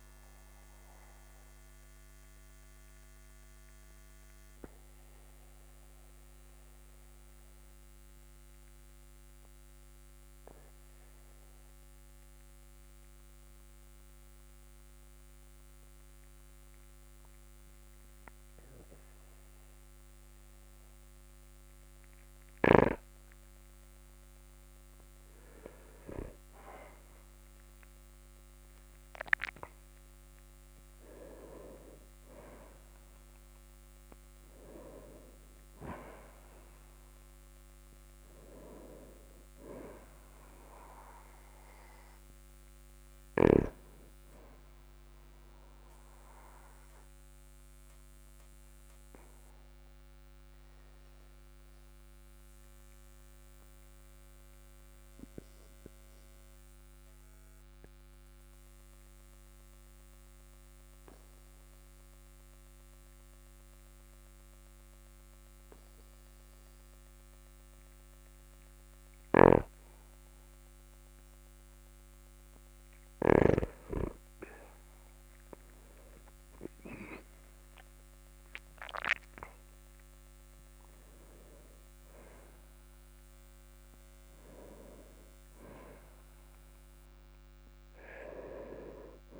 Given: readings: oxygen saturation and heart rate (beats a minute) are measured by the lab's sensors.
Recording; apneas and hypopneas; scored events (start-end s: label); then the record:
breathing in sleep by a microphone on the trachea; 2
1.00-25.00 s: obstructive apnea (oxygen 99% before, 96% lowest, heart rate 51 before, 38 extreme, up 15 after)
27.00-31.50 s: arousal
47.50-72.00 s: obstructive apnea (oxygen 99% before, 96% lowest, heart rate 51 before, 44 extreme, up 13 after)
69.50-74.00 s: snoring (device-marked)
75.50-79.50 s: arousal
From the record:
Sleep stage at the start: N2 (light sleep); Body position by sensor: on the back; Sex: male